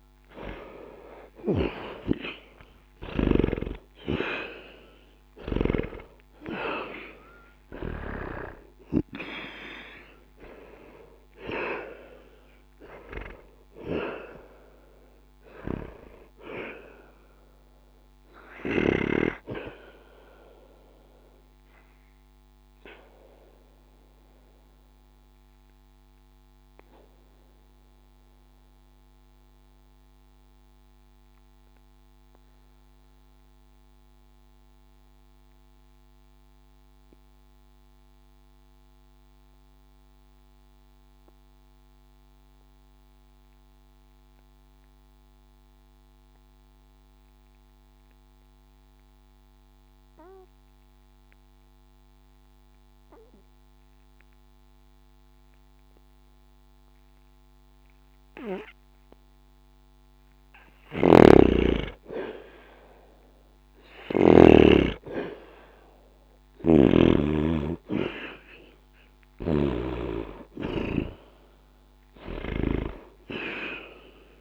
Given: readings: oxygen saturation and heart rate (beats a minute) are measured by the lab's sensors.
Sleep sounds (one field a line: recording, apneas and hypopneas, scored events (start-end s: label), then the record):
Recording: breathing in sleep by a microphone on the trachea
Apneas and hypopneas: 1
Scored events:
0.00-3.00 s: arousal
0.00-42.00 s: oxygen desaturation (device-marked, oxygen 76% lowest, heart rate 59 extreme)
20.00-62.00 s: obstructive apnea (oxygen 97% before, 76% lowest, heart rate 63 before, 59 extreme, up 4 after)
33.00-35.00 s: bradycardia (device-marked, heart rate 67 before, 63 extreme)
60.50-64.50 s: snoring (device-marked)
61.00-74.41 s: oxygen desaturation (device-marked, oxygen 99% before, 82% lowest, heart rate 60 before, 59 extreme)
65.50-71.50 s: arousal
From the record:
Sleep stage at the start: N2 (light sleep)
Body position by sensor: on the back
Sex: male